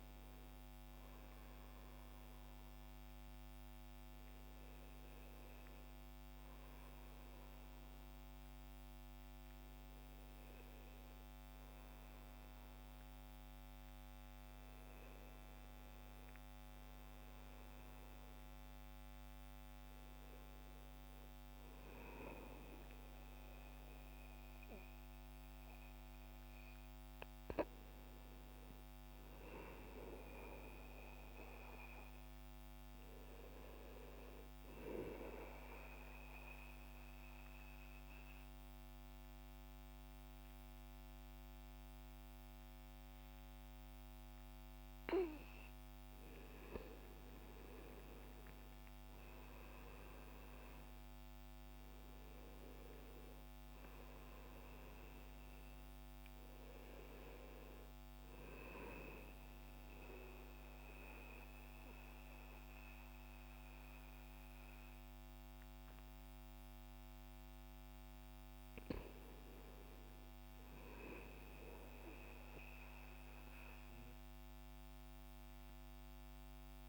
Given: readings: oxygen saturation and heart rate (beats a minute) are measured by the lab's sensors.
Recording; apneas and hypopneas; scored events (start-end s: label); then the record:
a person partly awake in a sleep study, by a microphone on the trachea; 2
5.00-76.89 s: new sleep stage, N2 (light sleep)
21.00-73.00 s: oxygen desaturation (device-marked, oxygen 98% before, 89% lowest, heart rate 68 before, 63 extreme)
35.00-46.00 s: obstructive apnea (oxygen 99% before, 89% lowest, heart rate 68 before, 65 extreme, up 0 after)
48.00-53.00 s: arousal
59.00-69.00 s: mixed apnea (oxygen 96% before, 89% lowest, heart rate 66 before, 63 extreme, up 3 after)
From the record:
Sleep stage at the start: awake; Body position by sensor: on the back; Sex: male